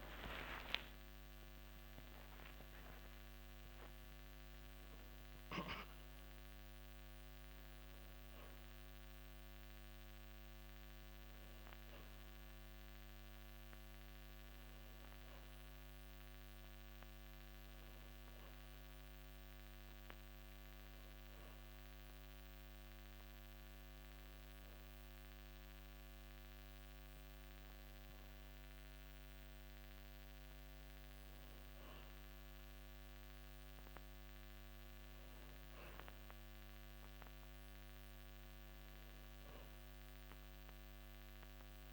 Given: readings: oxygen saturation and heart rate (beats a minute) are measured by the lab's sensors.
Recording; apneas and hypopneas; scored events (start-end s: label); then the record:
a person partly awake in a sleep study, hard to hear, by a microphone on the trachea; none
8.00-38.00 s: new sleep stage, N1 (lightest sleep)
38.00-41.93 s: new sleep stage, N2 (light sleep)
From the record:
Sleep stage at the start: awake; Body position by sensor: on the back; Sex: male